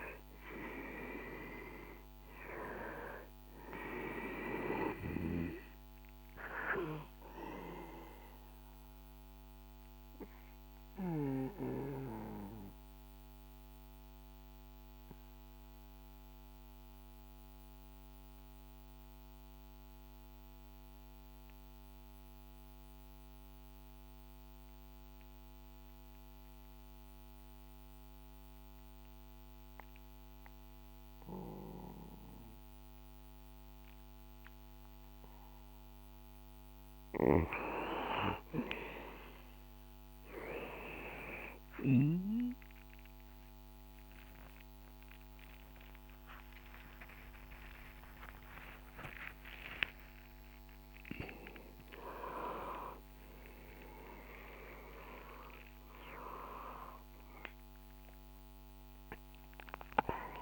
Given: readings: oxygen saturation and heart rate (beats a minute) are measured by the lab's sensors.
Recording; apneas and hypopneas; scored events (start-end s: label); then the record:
a person partly awake in a sleep study, by a microphone on the trachea; 1
0.00-10.50 s: oxygen desaturation (device-marked, oxygen 93% lowest, heart rate 62 extreme)
10.00-35.50 s: obstructive apnea (oxygen 97% before, 92% lowest, heart rate 68 before, 62 extreme, up 17 after)
12.50-23.50 s: oxygen desaturation (device-marked, oxygen 95% before, 92% lowest, heart rate 68 before, 62 extreme)
32.50-60.42 s: oxygen desaturation (device-marked, oxygen 99% before, 92% lowest, heart rate 63 before, 61 extreme)
38.50-60.42 s: new sleep stage, awake
From the record:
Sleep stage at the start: N2 (light sleep); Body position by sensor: on the back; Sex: male